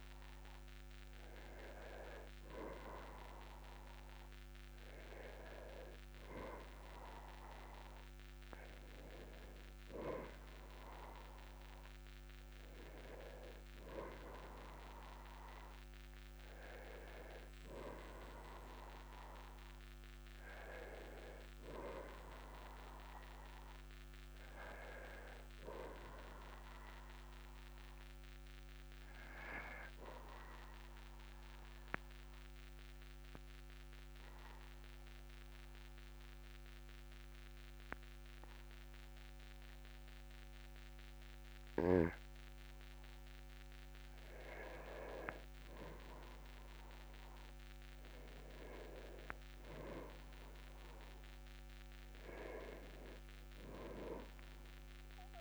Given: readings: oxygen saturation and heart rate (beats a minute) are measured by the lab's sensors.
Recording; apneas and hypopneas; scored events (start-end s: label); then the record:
breathing in sleep by a microphone on the trachea; 1
28.00-42.50 s: obstructive apnea (oxygen 98% before, 95% lowest, heart rate 50 before, 40 extreme, up 3 after)
45.50-49.00 s: arousal
From the record:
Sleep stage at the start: N1 (lightest sleep); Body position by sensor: on the back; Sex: male